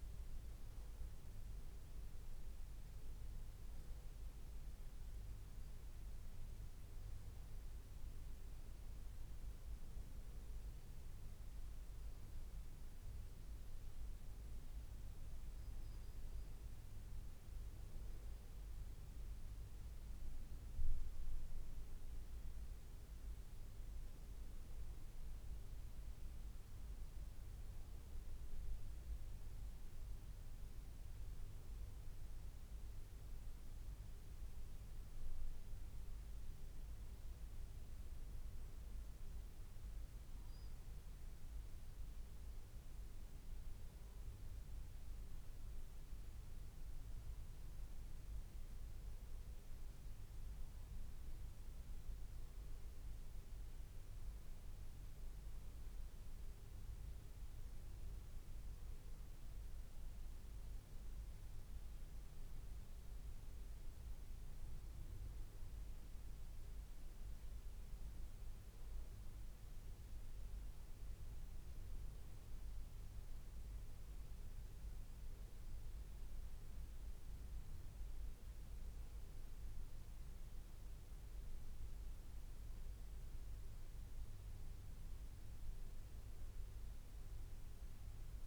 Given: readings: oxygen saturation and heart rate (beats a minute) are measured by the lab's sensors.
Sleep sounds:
breathing in sleep, hard to hear, by a room microphone; none
none scored
From the record:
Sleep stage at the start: N2 (light sleep); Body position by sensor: on the back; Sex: male

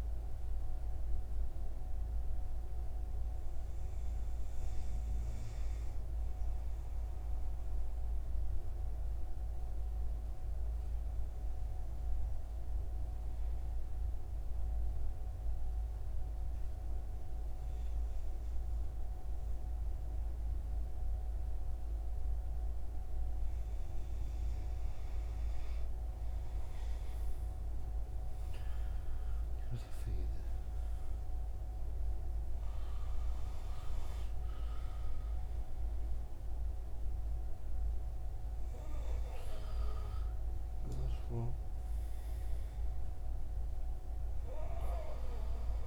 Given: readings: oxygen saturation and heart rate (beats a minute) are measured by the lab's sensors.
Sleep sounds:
breathing in sleep, hard to hear, by a room microphone; 1
7.00-24.00 s: hypopnea (oxygen 98% before, 95% lowest)
27.00-31.00 s: arousal
From the record:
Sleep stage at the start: N2 (light sleep); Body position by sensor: on the right side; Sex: male

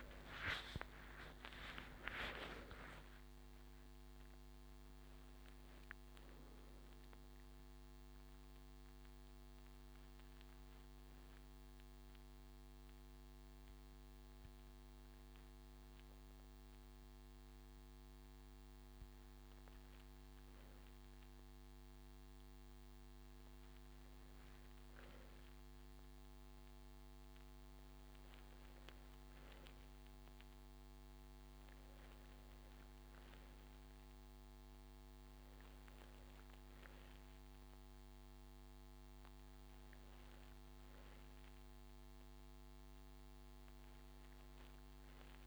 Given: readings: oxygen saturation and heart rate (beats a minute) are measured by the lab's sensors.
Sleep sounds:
breathing in sleep by a microphone on the trachea; none
23.50-45.47 s: new sleep stage, N2 (light sleep)
From the record:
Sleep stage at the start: N1 (lightest sleep); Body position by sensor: on the right side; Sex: male

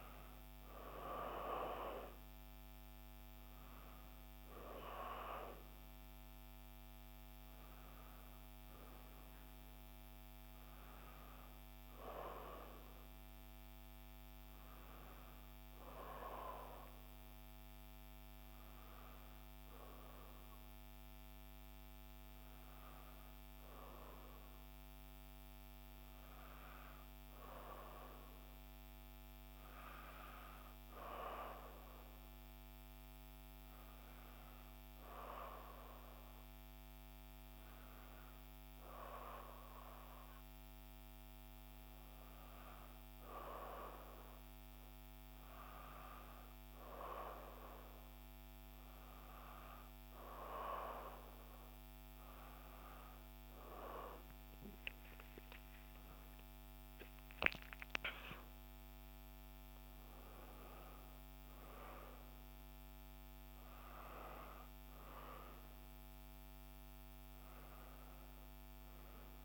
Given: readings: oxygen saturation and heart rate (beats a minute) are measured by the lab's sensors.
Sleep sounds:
breathing in sleep by a microphone on the trachea; 1
9.00-11.00 s: long interval between heartbeats (device-marked, heart rate 85 before, 71 extreme)
27.50-69.45 s: new sleep stage, N2 (light sleep)
30.50-44.00 s: hypopnea (oxygen 98% before, 92% lowest, heart rate 65 before, 60 extreme, up 2 after)
35.50-61.50 s: oxygen desaturation (device-marked, oxygen 98% before, 92% lowest, heart rate 62 before, 60 extreme)
54.00-57.00 s: arousal
From the record:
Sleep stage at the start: N1 (lightest sleep); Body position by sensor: on the right side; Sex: female

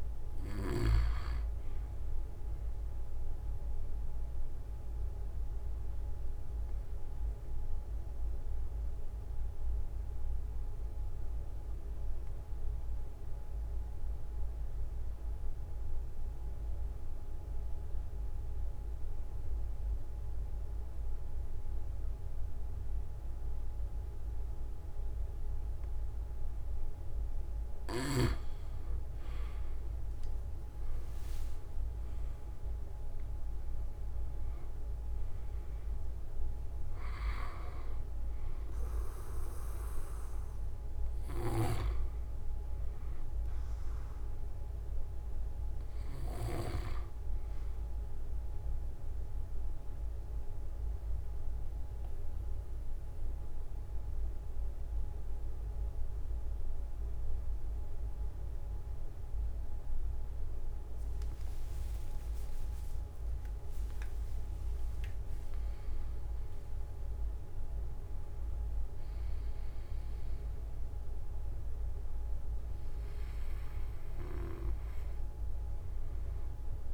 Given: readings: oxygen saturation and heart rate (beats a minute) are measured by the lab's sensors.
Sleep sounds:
breathing in sleep by a room microphone; 2
0.00-1.00 s: snoring (device-marked)
0.00-14.50 s: oxygen desaturation (device-marked, oxygen 93% lowest)
3.50-26.00 s: obstructive apnea (oxygen 97% before, 92% lowest)
15.00-17.00 s: long interval between heartbeats (device-marked)
26.50-28.50 s: long interval between heartbeats (device-marked)
30.50-35.50 s: arousal
31.50-42.50 s: oxygen desaturation (device-marked, oxygen 97% before, 93% lowest)
33.00-35.00 s: long interval between heartbeats (device-marked)
48.00-61.50 s: obstructive apnea (oxygen 97% before, 92% lowest)
61.00-63.00 s: long interval between heartbeats (device-marked)
63.00-65.00 s: long interval between heartbeats (device-marked)
63.00-67.50 s: arousal
69.50-71.50 s: long interval between heartbeats (device-marked)
From the record:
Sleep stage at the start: N2 (light sleep); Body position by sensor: on the back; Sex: male

